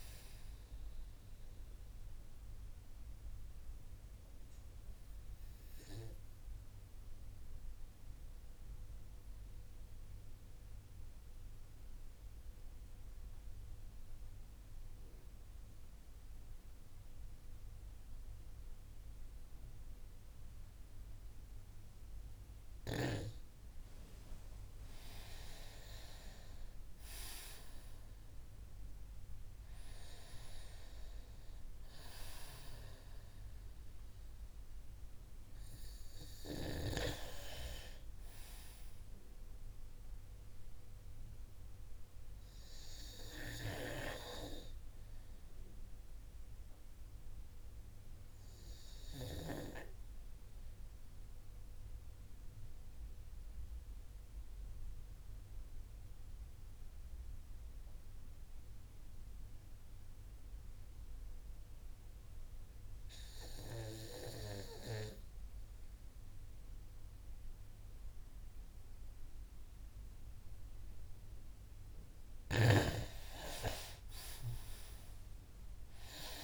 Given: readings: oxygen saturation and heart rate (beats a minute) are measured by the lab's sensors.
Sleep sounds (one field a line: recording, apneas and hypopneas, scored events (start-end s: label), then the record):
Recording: breathing in sleep by a room microphone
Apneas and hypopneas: 2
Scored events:
3.00-24.50 s: mixed apnea (oxygen 99% before, 93% lowest)
25.00-29.50 s: arousal
48.50-72.00 s: mixed apnea (oxygen 96% before, 93% lowest)
71.00-76.43 s: oxygen desaturation (device-marked, oxygen 97% before, 93% lowest)
73.00-76.43 s: arousal
From the record:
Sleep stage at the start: N2 (light sleep)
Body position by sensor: on the back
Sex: male